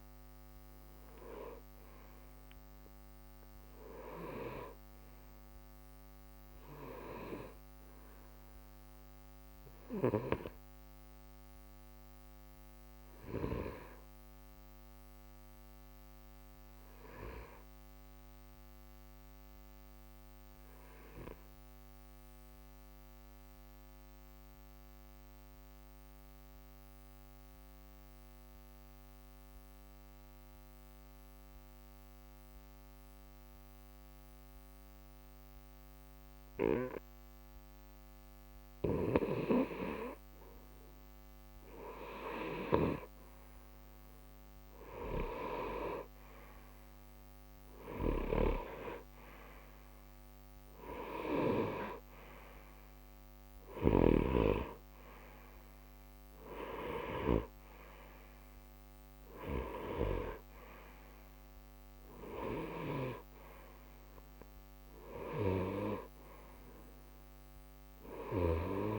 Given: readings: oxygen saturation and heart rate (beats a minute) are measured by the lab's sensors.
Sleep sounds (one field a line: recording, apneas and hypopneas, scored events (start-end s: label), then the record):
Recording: breathing in sleep by a microphone on the trachea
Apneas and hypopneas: 1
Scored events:
0.00-13.00 s: oxygen desaturation (device-marked, oxygen 89% lowest, heart rate 60 extreme)
12.00-15.50 s: arousal
17.50-39.50 s: obstructive apnea (oxygen 95% before, 88% lowest, heart rate 60 before, 60 extreme, up 0 after)
41.00-68.99 s: oxygen desaturation (device-marked, oxygen 95% before, 88% lowest, heart rate 60 before, 60 extreme)
42.00-46.00 s: arousal
From the record:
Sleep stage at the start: N2 (light sleep)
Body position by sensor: on the right side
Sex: male